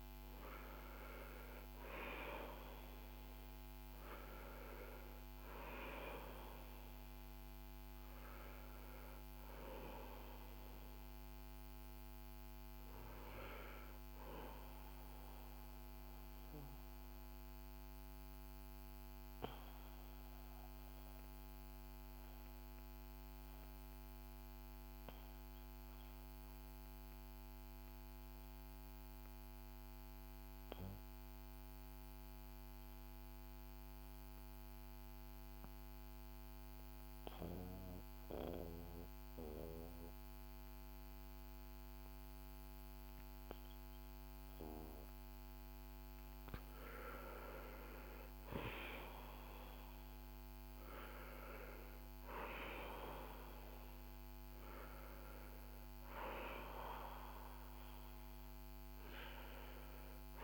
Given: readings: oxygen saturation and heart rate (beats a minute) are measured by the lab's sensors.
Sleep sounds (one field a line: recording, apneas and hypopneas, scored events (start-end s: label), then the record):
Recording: breathing in sleep by a microphone on the trachea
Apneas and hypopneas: 1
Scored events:
0.00-3.00 s: arousal
15.00-45.00 s: obstructive apnea (oxygen 97% before, 89% lowest, heart rate 56 before, 46 extreme, up 4 after)
19.50-32.50 s: oxygen desaturation (device-marked, oxygen 93% before, 90% lowest, heart rate 56 before, 48 extreme)
46.50-60.44 s: oxygen desaturation (device-marked, oxygen 97% before, 89% lowest, heart rate 54 before, 46 extreme)
48.00-52.00 s: arousal
From the record:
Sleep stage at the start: N2 (light sleep)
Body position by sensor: on the back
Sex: male